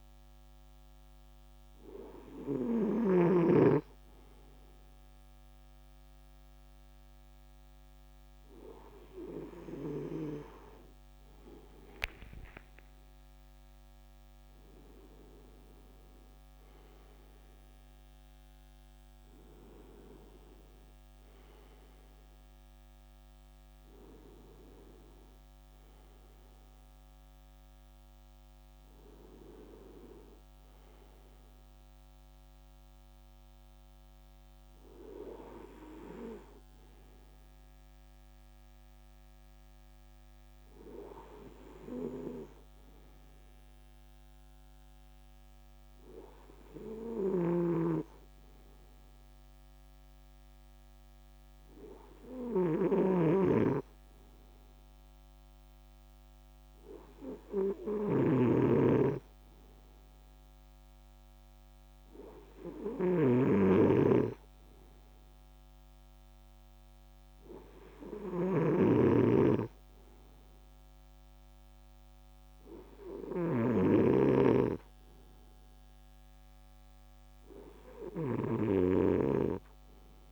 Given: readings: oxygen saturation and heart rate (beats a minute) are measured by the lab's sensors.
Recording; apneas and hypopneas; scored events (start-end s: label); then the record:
breathing in sleep by a microphone on the trachea; none
9.50-13.50 s: arousal
From the record:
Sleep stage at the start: N2 (light sleep); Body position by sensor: on the right side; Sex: male